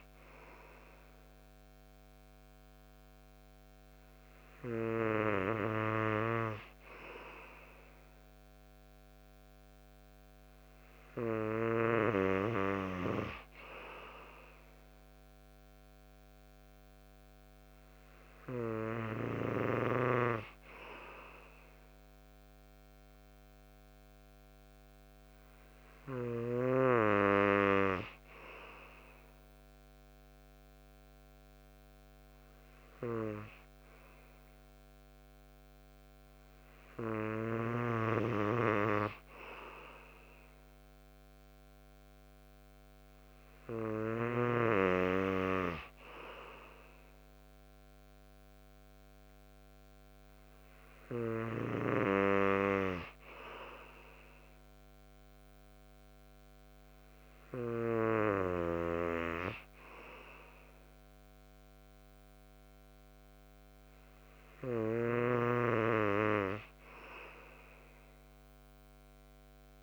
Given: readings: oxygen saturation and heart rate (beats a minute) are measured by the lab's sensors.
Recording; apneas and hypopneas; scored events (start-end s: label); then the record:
breathing in sleep by a microphone on the trachea; none
none scored
From the record:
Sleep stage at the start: N3 (deep sleep); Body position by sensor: on the right side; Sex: male